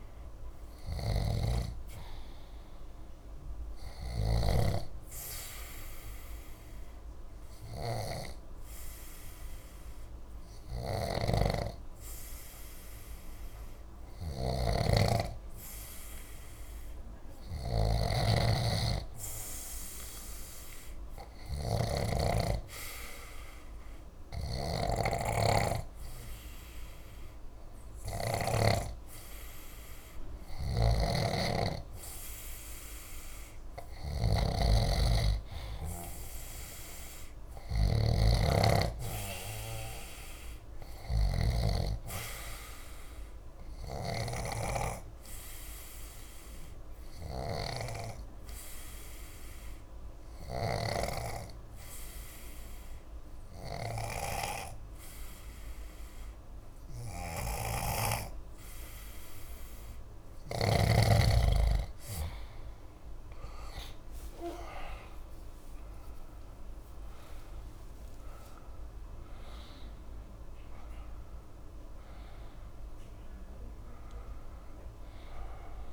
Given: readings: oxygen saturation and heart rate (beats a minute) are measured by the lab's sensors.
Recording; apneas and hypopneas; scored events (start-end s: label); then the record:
breathing in sleep by a room microphone; 2
0.00-4.50 s: snoring (device-marked)
0.00-10.50 s: oxygen desaturation (device-marked, oxygen 89% lowest, heart rate 63 extreme)
6.50-32.50 s: hypopnea (oxygen 93% before, 88% lowest, heart rate 65 before, 63 extreme, up 1 after)
11.00-28.50 s: snoring (device-marked)
24.50-39.50 s: oxygen desaturation (device-marked, oxygen 94% before, 91% lowest, heart rate 64 before, 63 extreme)
30.50-51.00 s: snoring (device-marked)
44.50-60.50 s: obstructive apnea (oxygen 94% before, 88% lowest, heart rate 64 before, 64 extreme, up 49 after)
57.50-61.00 s: snoring (device-marked)
62.50-66.00 s: arousal
64.50-75.93 s: oxygen desaturation (device-marked, oxygen 93% before, 88% lowest, heart rate 65 before, 61 extreme)
From the record:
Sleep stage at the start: N2 (light sleep); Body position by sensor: on the back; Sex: male